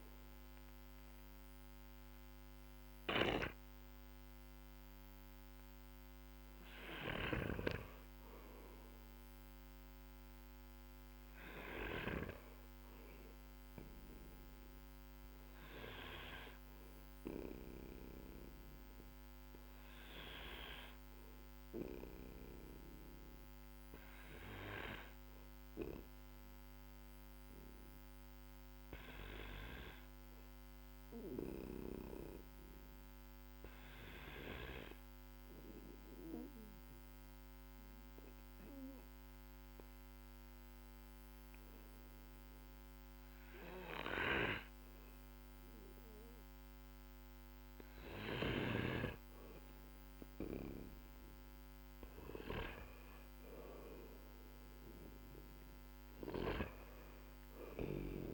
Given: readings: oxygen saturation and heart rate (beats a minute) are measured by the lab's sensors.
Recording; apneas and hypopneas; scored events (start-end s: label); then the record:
breathing in sleep by a microphone on the trachea; 1
5.50-25.50 s: oxygen desaturation (device-marked, oxygen 97% before, 94% lowest, heart rate 51 before, 48 extreme)
9.00-13.50 s: arousal
16.00-47.50 s: obstructive apnea (oxygen 98% before, 94% lowest, heart rate 51 before, 45 extreme, up 7 after)
17.50-58.34 s: new sleep stage, N2 (light sleep)
48.50-54.00 s: arousal
57.00-58.34 s: snoring (device-marked)
From the record:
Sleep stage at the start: N1 (lightest sleep); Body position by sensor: on the back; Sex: male